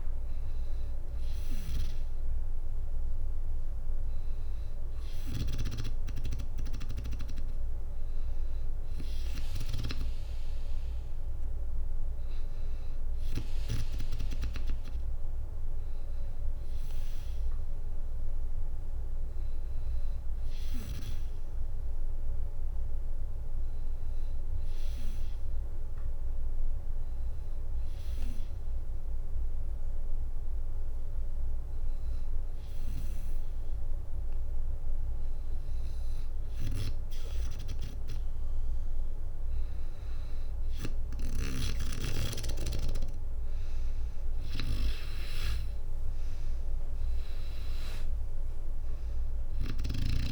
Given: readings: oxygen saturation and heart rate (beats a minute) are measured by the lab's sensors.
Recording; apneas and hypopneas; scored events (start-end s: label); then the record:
breathing in sleep by a room microphone; 1
5.50-9.00 s: arousal
16.00-28.50 s: hypopnea (oxygen 97% before, 92% lowest, heart rate 62 before, 61 extreme, up 1 after)
33.00-36.50 s: arousal
38.50-50.32 s: oxygen desaturation (device-marked, oxygen 96% before, 92% lowest, heart rate 63 before, 58 extreme)
43.50-50.32 s: drop in pulse transit time (device-marked, heart rate 63 before, 59 extreme)
From the record:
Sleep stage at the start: N2 (light sleep); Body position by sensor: on the back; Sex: female